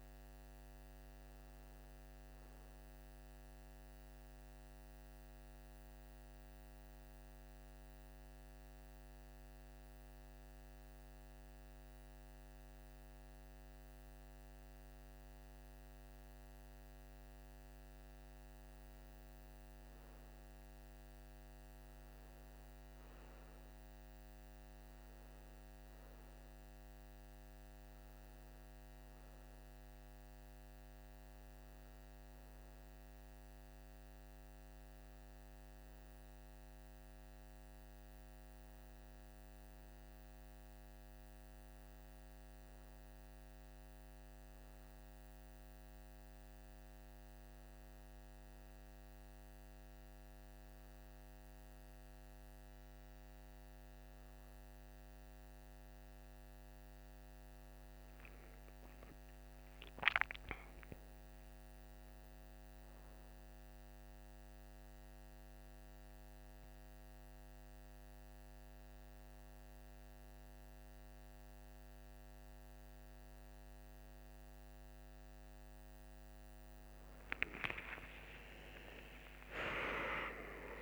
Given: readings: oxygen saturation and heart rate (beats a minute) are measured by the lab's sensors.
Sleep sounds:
breathing in sleep, hard to hear, by a microphone on the trachea; 1
2.50-17.50 s: hypopnea (oxygen 97% before, 95% lowest, heart rate 60 before, 51 extreme, up 2 after)
19.00-23.50 s: arousal
77.00-80.82 s: new sleep stage, awake
From the record:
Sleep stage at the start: N1 (lightest sleep); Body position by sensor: on the right side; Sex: male

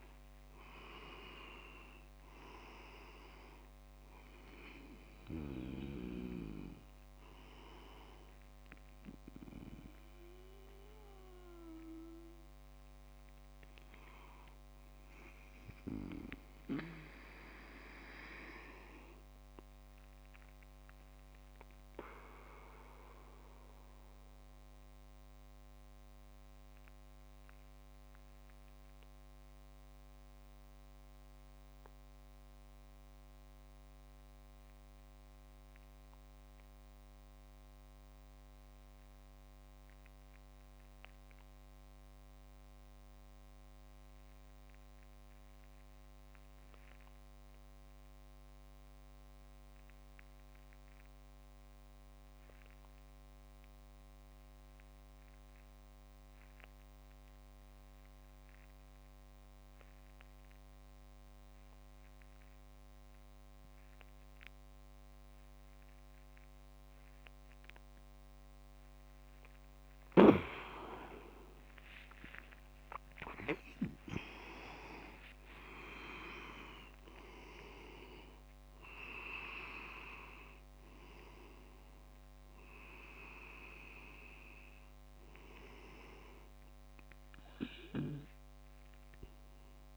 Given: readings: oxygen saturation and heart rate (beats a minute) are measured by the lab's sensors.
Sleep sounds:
breathing in sleep by a microphone on the trachea; 1
0.00-14.50 s: oxygen desaturation (device-marked, oxygen 86% lowest, heart rate 45 extreme)
16.50-66.50 s: obstructive apnea (oxygen 94% before, 85% lowest)
19.50-31.50 s: oxygen desaturation (device-marked, oxygen 89% before, 86% lowest, heart rate 64 before, 57 extreme)
54.50-89.50 s: oxygen desaturation (device-marked, oxygen 98% before, 85% lowest)
69.00-73.50 s: arousal
74.00-77.00 s: leg movement (device-marked)
From the record:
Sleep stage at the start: N2 (light sleep); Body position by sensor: on the back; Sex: male

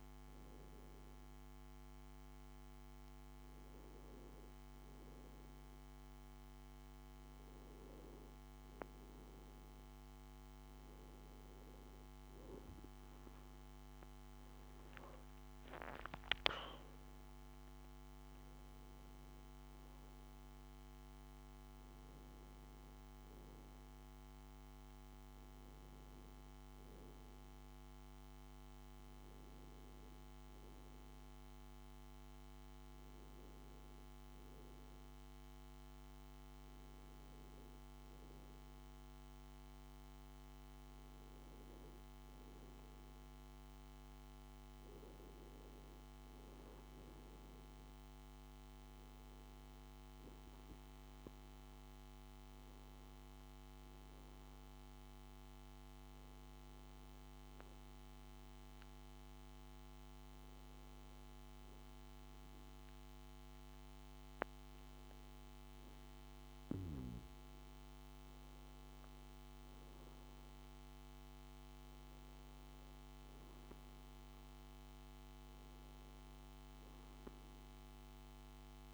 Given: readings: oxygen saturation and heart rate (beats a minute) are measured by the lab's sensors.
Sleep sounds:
breathing in sleep, hard to hear, by a microphone on the trachea; none
none scored
From the record:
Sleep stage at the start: N2 (light sleep); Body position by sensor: on the back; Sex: male

